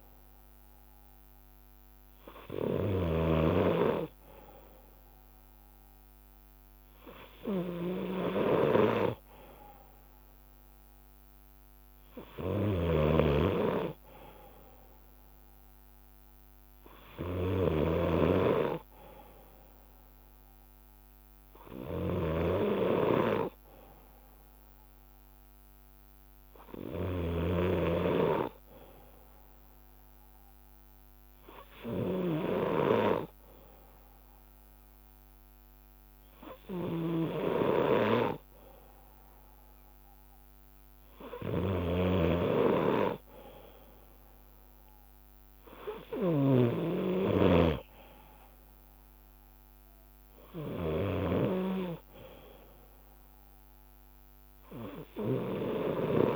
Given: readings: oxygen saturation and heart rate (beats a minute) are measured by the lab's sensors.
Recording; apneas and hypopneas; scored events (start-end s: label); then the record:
breathing in sleep by a microphone on the trachea; none
4.50-10.50 s: leg movement (device-marked)
12.00-18.50 s: leg movement (device-marked)
12.50-18.00 s: snoring (device-marked)
22.00-25.50 s: leg movement (device-marked)
22.50-25.50 s: bradycardia (device-marked, heart rate 60 before, 60 extreme)
27.50-33.50 s: leg movement (device-marked)
34.50-39.50 s: leg movement (device-marked)
From the record:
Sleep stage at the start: N2 (light sleep); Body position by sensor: on the left side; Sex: male